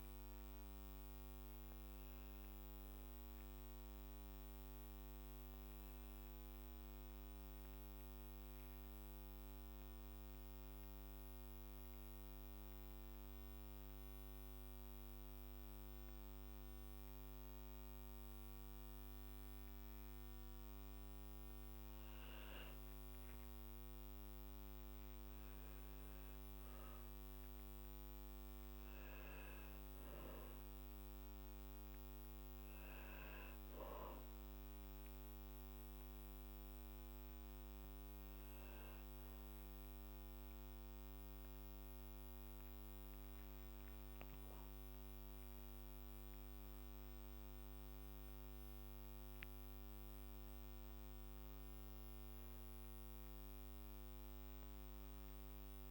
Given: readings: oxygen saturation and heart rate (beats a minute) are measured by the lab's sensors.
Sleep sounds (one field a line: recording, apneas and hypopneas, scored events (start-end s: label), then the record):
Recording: breathing in sleep, hard to hear, by a microphone on the trachea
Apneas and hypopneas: 2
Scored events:
12.50-23.50 s: central apnea (oxygen 98% before, 97% lowest, heart rate 59 before, 54 extreme, up 6 after)
21.50-23.50 s: long interval between heartbeats (device-marked, heart rate 58 before, 58 extreme)
25.50-29.50 s: arousal
34.00-46.50 s: obstructive apnea (oxygen 99% before, 96% lowest, heart rate 57 before, 55 extreme, up 8 after)
51.00-55.91 s: arousal
From the record:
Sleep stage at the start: N1 (lightest sleep)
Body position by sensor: on the back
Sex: male